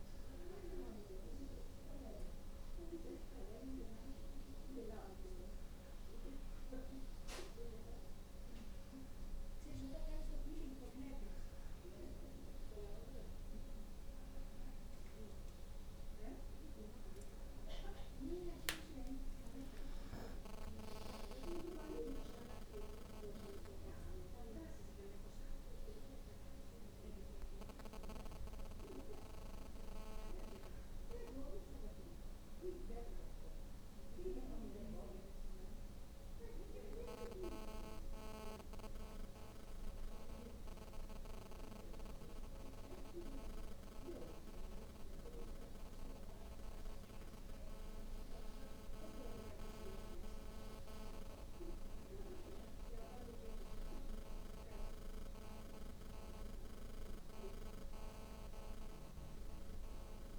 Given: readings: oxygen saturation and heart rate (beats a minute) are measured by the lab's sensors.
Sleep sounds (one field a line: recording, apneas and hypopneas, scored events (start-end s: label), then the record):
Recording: breathing in sleep by a room microphone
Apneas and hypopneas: none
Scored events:
0.00-3.00 s: arousal
7.50-29.50 s: oxygen desaturation (device-marked, oxygen 96% before, 93% lowest, heart rate 72 before, 73 extreme)
From the record:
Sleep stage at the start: N1 (lightest sleep)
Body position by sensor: on the back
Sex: female